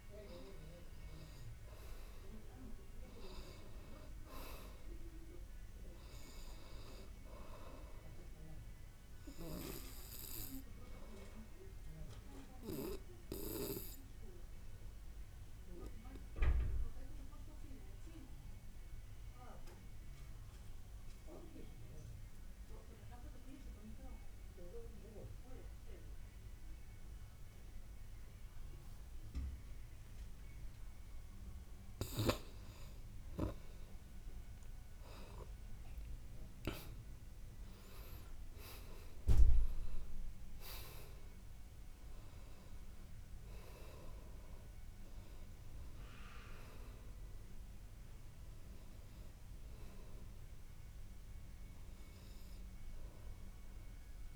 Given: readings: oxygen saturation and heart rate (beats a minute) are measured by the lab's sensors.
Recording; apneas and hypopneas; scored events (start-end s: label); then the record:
breathing in sleep by a room microphone; 1
0.00-19.00 s: oxygen desaturation (device-marked, oxygen 84% lowest, heart rate 53 extreme)
11.00-31.50 s: obstructive apnea (oxygen 95% before, 84% lowest, heart rate 63 before, 53 extreme, up 14 after)
33.50-36.50 s: arousal
36.00-54.36 s: oxygen desaturation (device-marked, oxygen 98% before, 87% lowest, heart rate 55 before, 50 extreme)
From the record:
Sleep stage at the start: N2 (light sleep); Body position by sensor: on the back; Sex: male